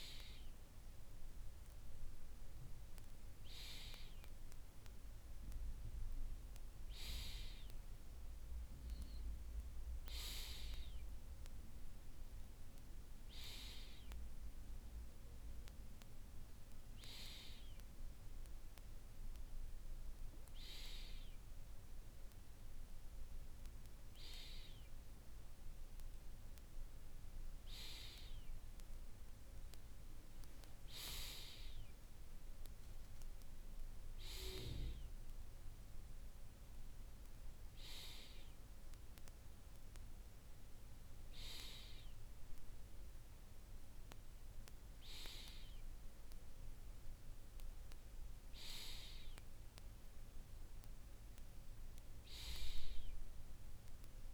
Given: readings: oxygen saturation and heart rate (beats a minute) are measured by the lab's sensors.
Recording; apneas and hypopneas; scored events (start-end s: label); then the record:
breathing in sleep by a room microphone; none
none scored
From the record:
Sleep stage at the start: N2 (light sleep); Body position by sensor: on the right side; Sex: male